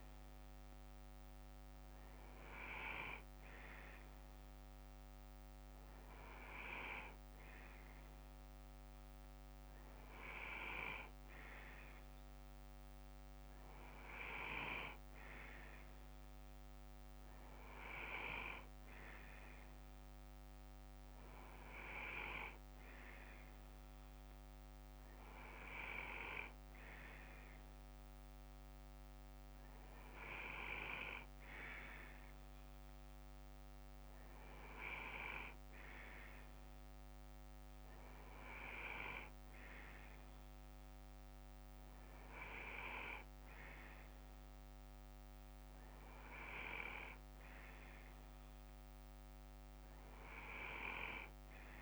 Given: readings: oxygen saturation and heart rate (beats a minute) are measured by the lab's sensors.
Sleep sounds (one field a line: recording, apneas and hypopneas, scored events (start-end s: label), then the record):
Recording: breathing in sleep by a microphone on the trachea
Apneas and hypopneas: none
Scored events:
3.00-5.00 s: bradycardia (device-marked, heart rate 61 before, 65 extreme)
6.00-10.00 s: bradycardia (device-marked, heart rate 61 before, 59 extreme)
15.00-21.00 s: bradycardia (device-marked, heart rate 61 before, 57 extreme)
35.00-38.00 s: bradycardia (device-marked, heart rate 61 before, 59 extreme)
42.00-50.00 s: bradycardia (device-marked, heart rate 61 before, 58 extreme)
From the record:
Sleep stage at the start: N2 (light sleep)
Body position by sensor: on the left side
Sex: male